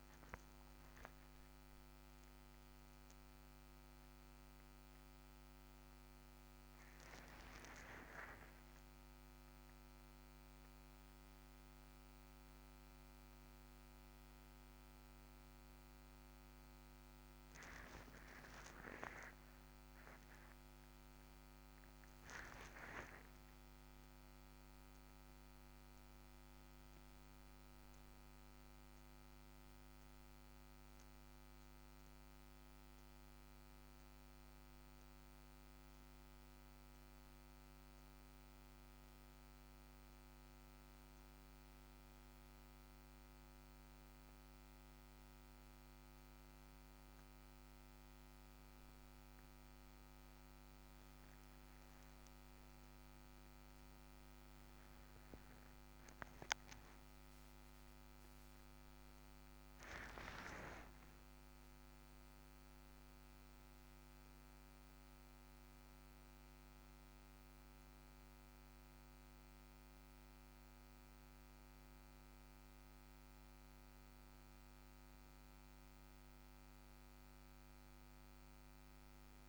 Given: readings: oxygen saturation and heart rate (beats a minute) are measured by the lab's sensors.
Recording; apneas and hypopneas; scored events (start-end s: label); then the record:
a person partly awake in a sleep study, by a microphone on the trachea; 1
20.50-79.49 s: new sleep stage, N1 (lightest sleep)
36.00-46.00 s: mixed apnea (oxygen 96% before, 92% lowest, heart rate 62 before, 57 extreme, up 6 after)
48.00-52.50 s: arousal
53.50-65.50 s: oxygen desaturation (device-marked, oxygen 95% before, 92% lowest, heart rate 60 before, 57 extreme)
From the record:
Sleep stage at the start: awake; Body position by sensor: on the back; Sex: male